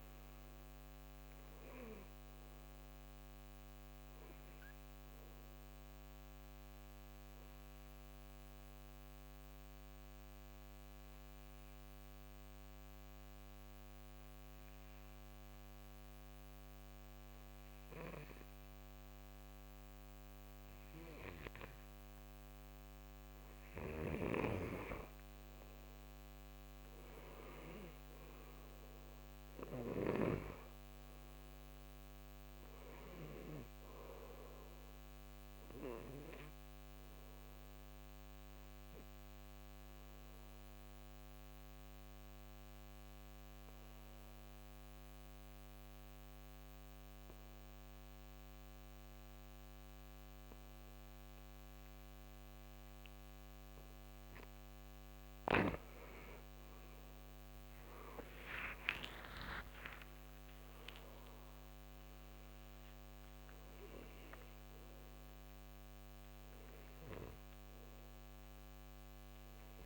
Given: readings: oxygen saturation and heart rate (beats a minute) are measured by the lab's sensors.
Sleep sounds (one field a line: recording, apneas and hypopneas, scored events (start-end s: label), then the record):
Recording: breathing in sleep by a microphone on the trachea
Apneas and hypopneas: 2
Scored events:
0.00-15.00 s: oxygen desaturation (device-marked, oxygen 87% lowest, heart rate 61 extreme)
4.50-23.00 s: obstructive apnea (oxygen 97% before, 85% lowest, heart rate 78 before, 61 extreme, up 6 after)
25.00-44.00 s: oxygen desaturation (device-marked, oxygen 97% before, 89% lowest, heart rate 65 before, 66 extreme)
25.50-29.50 s: arousal
37.00-55.00 s: obstructive apnea (oxygen 97% before, 85% lowest, heart rate 68 before, 61 extreme, up 8 after)
51.00-69.86 s: oxygen desaturation (device-marked, oxygen 96% before, 85% lowest, heart rate 67 before, 61 extreme)
58.00-63.00 s: arousal
From the record:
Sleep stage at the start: N2 (light sleep)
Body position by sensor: on the right side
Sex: male